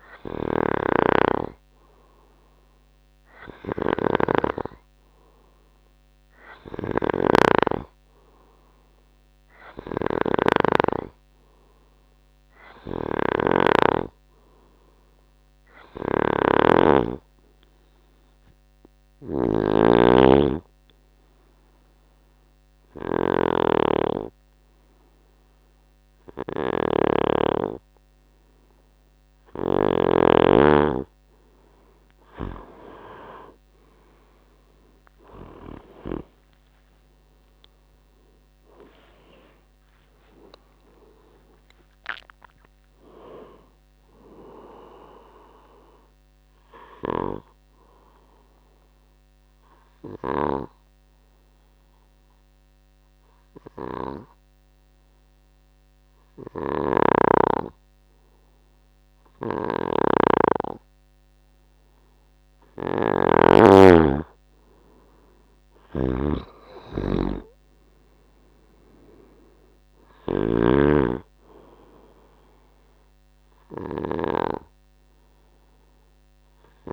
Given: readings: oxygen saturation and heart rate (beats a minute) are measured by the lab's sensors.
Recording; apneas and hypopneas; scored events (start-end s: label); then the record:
breathing in sleep by a microphone on the trachea; 1
0.00-30.00 s: snoring (device-marked)
35.50-39.50 s: tachycardia (device-marked, heart rate 72 before, 110 extreme)
37.00-41.00 s: arousal
48.50-62.50 s: hypopnea (oxygen 97% before, 92% lowest, heart rate 87 before, 61 extreme, up 9 after)
56.50-63.50 s: snoring (device-marked)
65.50-76.93 s: snoring (device-marked)
67.00-71.00 s: arousal
70.50-76.93 s: oxygen desaturation (device-marked, oxygen 98% before, 93% lowest, heart rate 70 before, 61 extreme)
From the record:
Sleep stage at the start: N2 (light sleep); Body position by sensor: on the right side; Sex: male